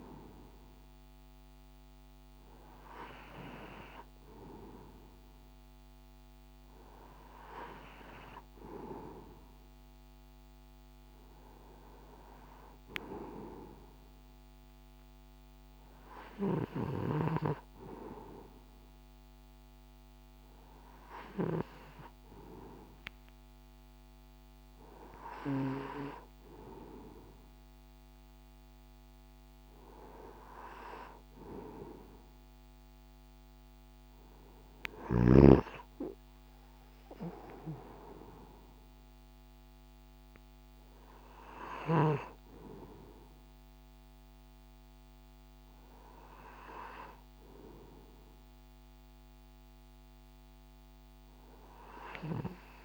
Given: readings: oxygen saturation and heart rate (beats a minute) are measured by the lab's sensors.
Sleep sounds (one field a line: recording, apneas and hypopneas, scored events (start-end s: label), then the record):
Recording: breathing in sleep by a microphone on the trachea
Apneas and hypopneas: none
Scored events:
none scored
From the record:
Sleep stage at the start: N2 (light sleep)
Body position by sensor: on the right side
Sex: male